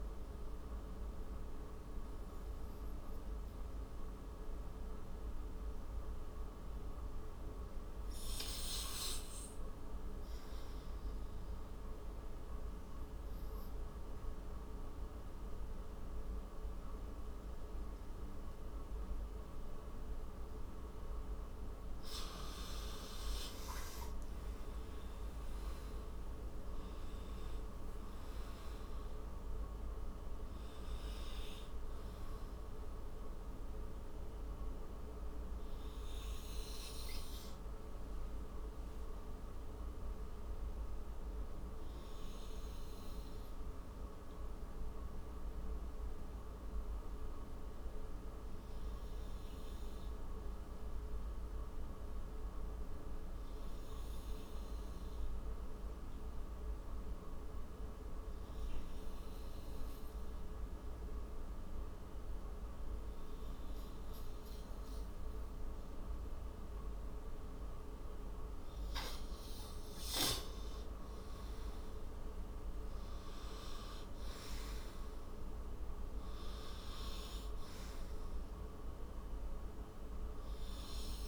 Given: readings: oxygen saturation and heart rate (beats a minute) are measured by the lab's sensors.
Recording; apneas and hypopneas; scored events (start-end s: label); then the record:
breathing in sleep, hard to hear, by a room microphone; none
11.50-35.50 s: oxygen desaturation (device-marked, oxygen 99% before, 90% lowest)
22.00-25.50 s: arousal
From the record:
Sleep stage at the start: N2 (light sleep); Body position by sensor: on the right side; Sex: male